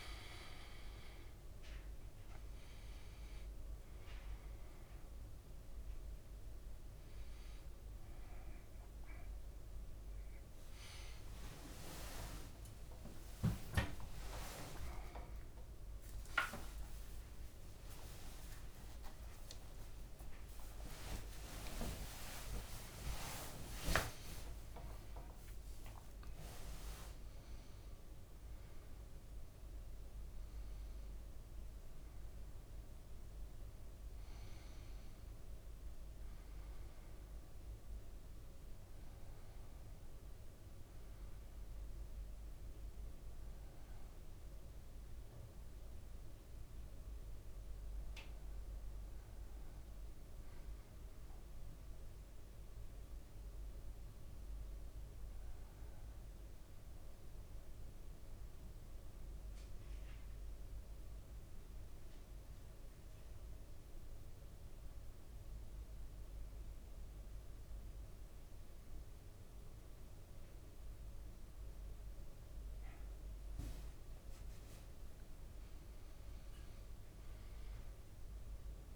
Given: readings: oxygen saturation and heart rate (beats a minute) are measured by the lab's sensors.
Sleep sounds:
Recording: a person partly awake in a sleep study, by a room microphone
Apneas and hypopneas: 1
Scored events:
0.00-36.00 s: oxygen desaturation (device-marked, oxygen 92% lowest, heart rate 56 extreme)
27.00-78.96 s: new sleep stage, N1 (lightest sleep)
58.50-74.50 s: central apnea (oxygen 100% before, 94% lowest, heart rate 57 before, 56 extreme, up 5 after)
72.50-75.50 s: leg movement (device-marked)
76.50-78.96 s: arousal
From the record:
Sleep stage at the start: awake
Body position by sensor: on the back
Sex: male

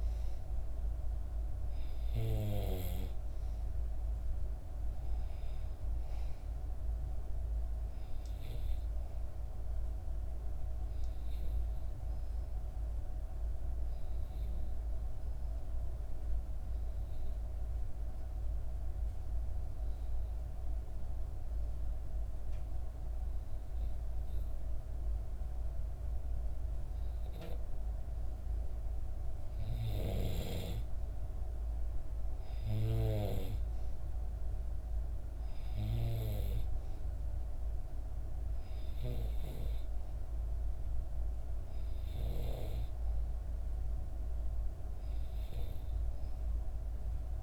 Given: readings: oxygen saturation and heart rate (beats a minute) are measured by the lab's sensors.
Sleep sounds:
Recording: breathing in sleep by a room microphone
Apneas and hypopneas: 1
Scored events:
0.00-2.50 s: arousal
0.00-18.00 s: oxygen desaturation (device-marked, oxygen 91% lowest, heart rate 59 extreme)
11.50-28.50 s: obstructive apnea (oxygen 95% before, 91% lowest, heart rate 62 before, 59 extreme, up 3 after)
30.50-34.00 s: arousal
34.00-47.43 s: oxygen desaturation (device-marked, oxygen 96% before, 91% lowest, heart rate 60 before, 59 extreme)
From the record:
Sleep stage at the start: N2 (light sleep)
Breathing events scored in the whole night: 374 in 7.0 hours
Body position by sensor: on the back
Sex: female

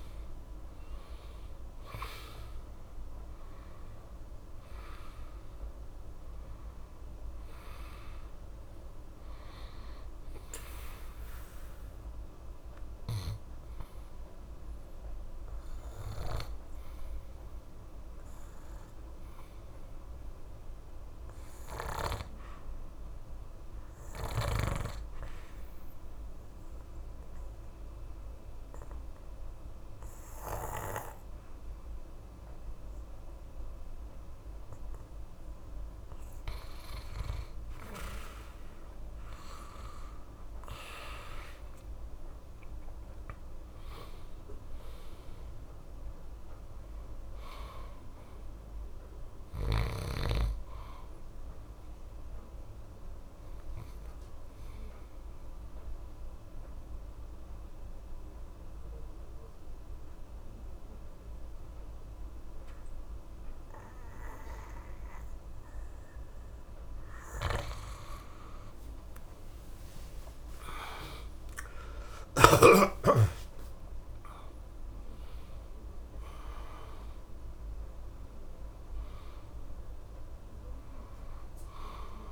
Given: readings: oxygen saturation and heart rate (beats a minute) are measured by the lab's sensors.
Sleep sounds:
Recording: breathing in sleep by a room microphone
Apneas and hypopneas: 2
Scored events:
0.00-2.50 s: arousal
12.50-37.00 s: obstructive apnea (oxygen 97% before, 87% lowest, heart rate 68 before, 63 extreme, up 3 after)
38.50-60.50 s: oxygen desaturation (device-marked, oxygen 97% before, 88% lowest, heart rate 68 before, 62 extreme)
39.00-43.00 s: arousal
52.50-69.50 s: obstructive apnea (oxygen 97% before, 86% lowest, heart rate 69 before, 62 extreme, up 55 after)
69.50-82.32 s: oxygen desaturation (device-marked, oxygen 96% before, 87% lowest, heart rate 66 before, 65 extreme)
71.00-76.00 s: arousal
From the record:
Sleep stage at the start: N2 (light sleep)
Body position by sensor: on the back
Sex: male

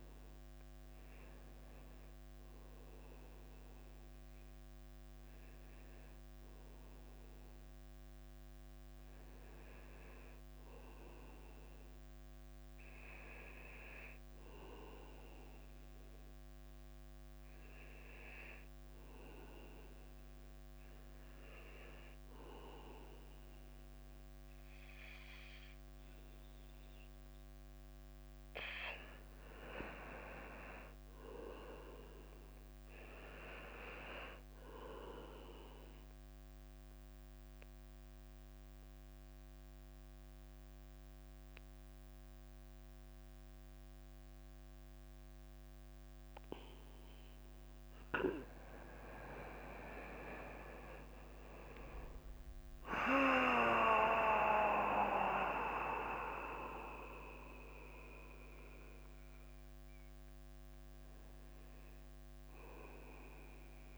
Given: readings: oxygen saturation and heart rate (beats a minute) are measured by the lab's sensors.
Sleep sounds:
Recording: breathing in sleep by a microphone on the trachea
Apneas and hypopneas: 2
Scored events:
6.50-20.00 s: hypopnea (oxygen 96% before, 92% lowest, heart rate 99 before, 93 extreme, up 0 after)
23.00-27.00 s: arousal
24.50-63.98 s: new sleep stage, N2 (light sleep)
37.50-50.00 s: mixed apnea (oxygen 96% before, 92% lowest, heart rate 96 before, 82 extreme, up 2 after)
39.50-52.50 s: oxygen desaturation (device-marked, oxygen 96% before, 92% lowest, heart rate 95 before, 82 extreme)
51.50-63.98 s: drop in pulse transit time (device-marked, heart rate 95 before, 82 extreme)
55.00-60.00 s: arousal
From the record:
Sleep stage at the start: N1 (lightest sleep)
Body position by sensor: on the right side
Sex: male

